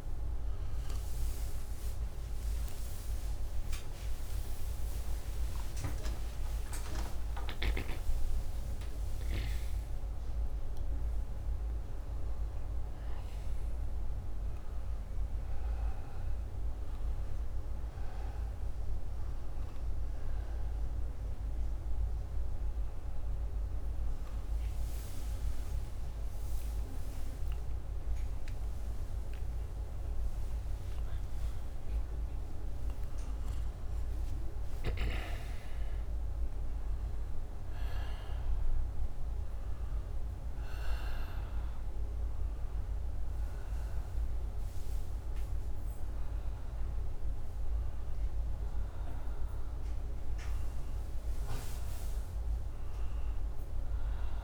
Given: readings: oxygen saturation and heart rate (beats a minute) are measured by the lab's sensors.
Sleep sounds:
a person awake in a sleep study, hard to hear, by a room microphone; none
47.00-54.44 s: new sleep stage, N1 (lightest sleep)
From the record:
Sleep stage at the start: awake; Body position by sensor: upright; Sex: male

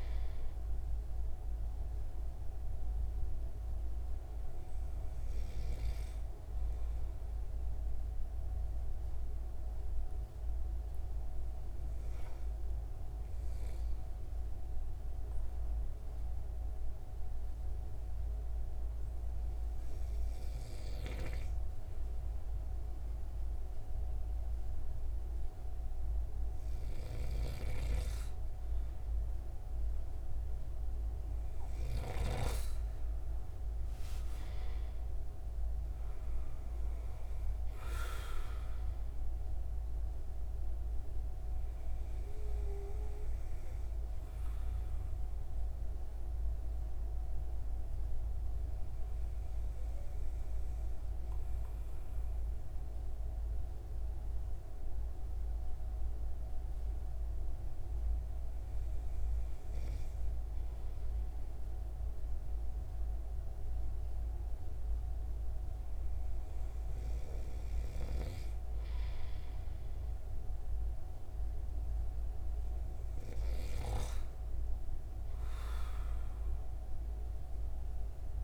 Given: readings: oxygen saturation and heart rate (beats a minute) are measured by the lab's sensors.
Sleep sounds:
breathing in sleep by a room microphone; 2
14.00-26.50 s: hypopnea (oxygen 96% before, 93% lowest)
28.00-33.00 s: arousal
51.00-65.50 s: hypopnea (oxygen 96% before, 94% lowest)
67.50-72.00 s: arousal
From the record:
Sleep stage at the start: N2 (light sleep); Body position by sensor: on the right side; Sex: male

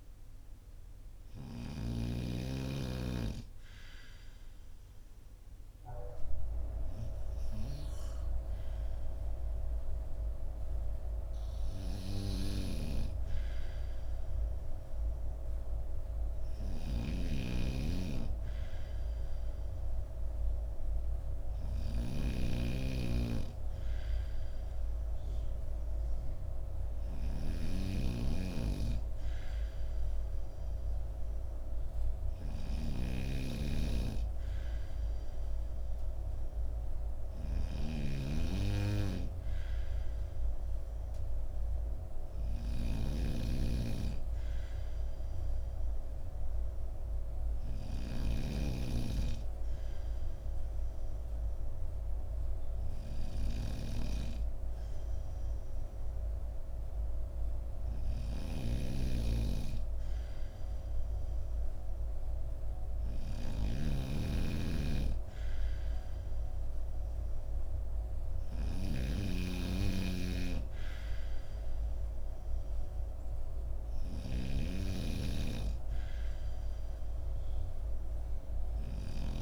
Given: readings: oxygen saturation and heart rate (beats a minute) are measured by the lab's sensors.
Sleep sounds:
breathing in sleep by a room microphone; none
0.00-1.50 s: snoring (device-marked)
16.00-48.00 s: snoring (device-marked)
57.50-79.42 s: snoring (device-marked)
From the record:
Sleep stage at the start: N2 (light sleep); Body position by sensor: on the right side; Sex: male

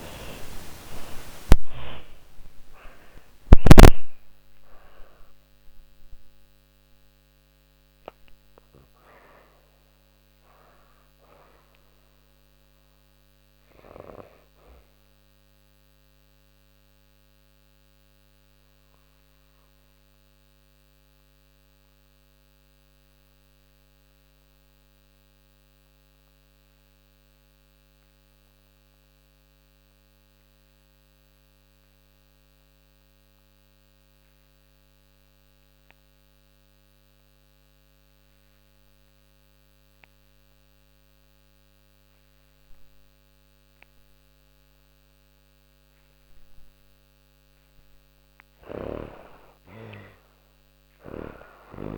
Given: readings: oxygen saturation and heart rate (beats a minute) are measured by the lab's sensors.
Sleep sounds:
breathing in sleep by a microphone on the trachea; 1
0.00-2.00 s: arousal
0.00-22.50 s: oxygen desaturation (device-marked, oxygen 79% lowest, heart rate 40 extreme)
12.00-46.50 s: obstructive apnea (oxygen 97% before, 79% lowest, heart rate 89 before, 40 extreme, up 30 after)
40.50-51.98 s: oxygen desaturation (device-marked, oxygen 99% before, 83% lowest, heart rate 49 before, 39 extreme)
47.00-50.50 s: snoring (device-marked)
47.50-51.50 s: arousal
From the record:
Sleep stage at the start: N2 (light sleep); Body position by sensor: on the back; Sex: female

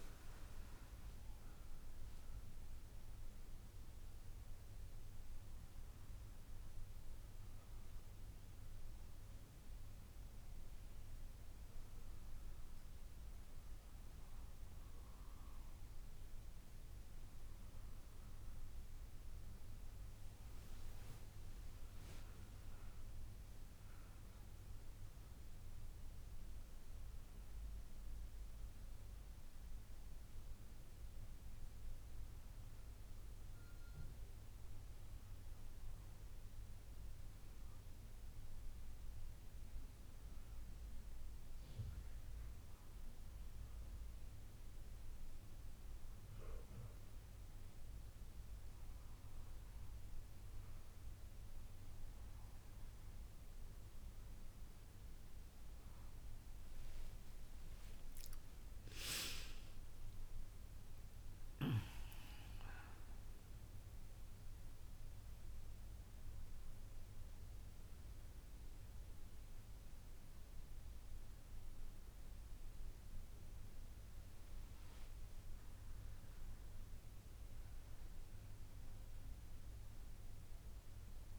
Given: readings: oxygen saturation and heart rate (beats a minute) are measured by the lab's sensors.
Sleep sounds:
a person awake in a sleep study, hard to hear, by a room microphone; none
none scored
From the record:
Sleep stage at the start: awake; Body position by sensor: on the back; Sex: female

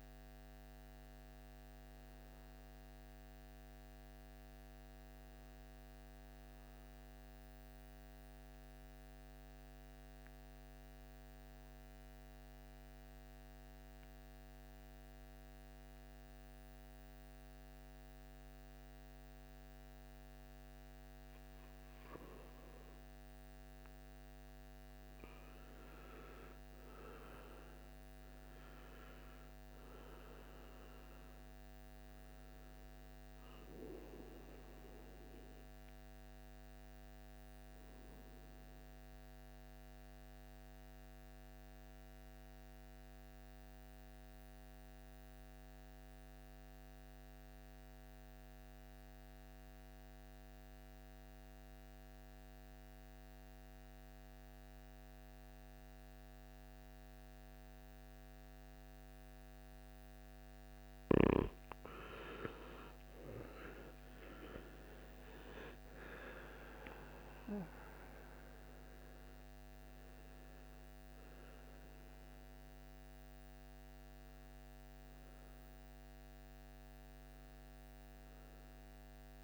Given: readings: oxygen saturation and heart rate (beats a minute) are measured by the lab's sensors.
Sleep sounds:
breathing in sleep by a microphone on the trachea; 2
0.00-11.00 s: oxygen desaturation (device-marked, oxygen 90% lowest, heart rate 55 extreme)
7.00-20.50 s: obstructive apnea (oxygen 97% before, 89% lowest, heart rate 64 before, 56 extreme, up 9 after)
22.00-25.50 s: arousal
28.00-45.00 s: oxygen desaturation (device-marked, oxygen 98% before, 93% lowest, heart rate 57 before, 56 extreme)
39.00-60.50 s: obstructive apnea (oxygen 98% before, 88% lowest, heart rate 61 before, 56 extreme, up 14 after)
61.00-79.44 s: oxygen desaturation (device-marked, oxygen 97% before, 88% lowest, heart rate 58 before, 60 extreme)
71.00-79.44 s: new sleep stage, awake
From the record:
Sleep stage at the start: N2 (light sleep); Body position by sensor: on the right side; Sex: male

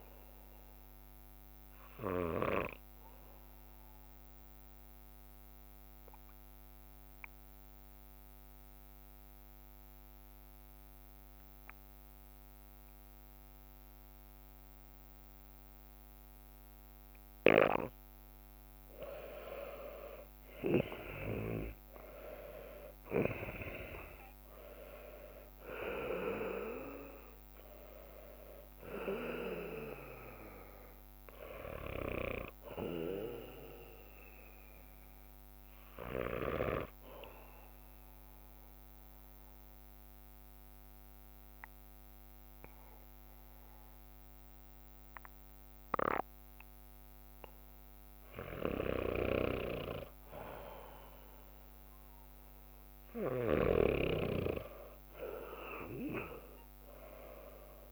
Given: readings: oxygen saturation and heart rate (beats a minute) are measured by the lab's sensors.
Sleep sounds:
breathing in sleep by a microphone on the trachea; 2
0.00-2.50 s: leg movement (device-marked)
0.00-18.50 s: bradycardia (device-marked, heart rate 55 extreme)
4.00-17.50 s: mixed apnea (oxygen 99% before, 93% lowest, heart rate 62 before, 55 extreme, up 11 after)
19.00-27.00 s: leg movement (device-marked)
20.00-25.00 s: arousal
22.50-41.50 s: oxygen desaturation (device-marked, oxygen 98% before, 93% lowest, heart rate 57 before, 57 extreme)
27.50-33.50 s: leg movement (device-marked)
31.50-47.50 s: bradycardia (device-marked, heart rate 57 before, 57 extreme)
37.00-48.50 s: obstructive apnea (oxygen 98% before, 93% lowest, heart rate 62 before, 55 extreme, up 3 after)
38.50-47.50 s: leg movement (device-marked)
39.50-56.50 s: drop in pulse transit time (device-marked, heart rate 62 before, 57 extreme)
49.00-50.50 s: leg movement (device-marked)
49.50-54.50 s: bradycardia (device-marked, heart rate 57 before, 58 extreme)
51.50-56.00 s: arousal
55.50-57.92 s: oxygen desaturation (device-marked, oxygen 99% before, 95% lowest, heart rate 58 before, 55 extreme)
From the record:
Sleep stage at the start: N2 (light sleep); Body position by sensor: on the back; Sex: male

